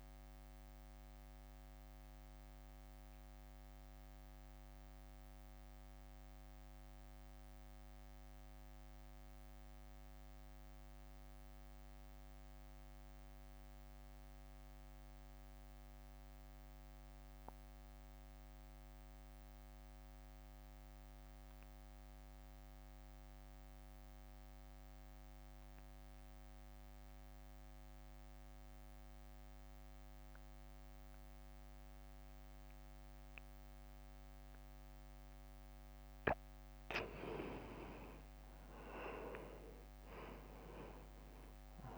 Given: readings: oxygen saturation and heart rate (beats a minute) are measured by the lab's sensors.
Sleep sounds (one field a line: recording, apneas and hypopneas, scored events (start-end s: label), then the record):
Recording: breathing in sleep by a microphone on the trachea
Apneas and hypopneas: 1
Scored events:
0.00-2.00 s: drop in pulse transit time (device-marked, heart rate 54 extreme)
1.00-36.00 s: mixed apnea (oxygen 98% before, 89% lowest, heart rate 57 before, 52 extreme, up 3 after)
8.00-20.00 s: oxygen desaturation (device-marked, oxygen 93% before, 90% lowest, heart rate 56 before, 57 extreme)
33.00-41.98 s: oxygen desaturation (device-marked, oxygen 98% before, 89% lowest, heart rate 64 before, 52 extreme)
40.50-41.98 s: arousal
From the record:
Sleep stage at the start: N2 (light sleep)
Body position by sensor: on the right side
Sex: male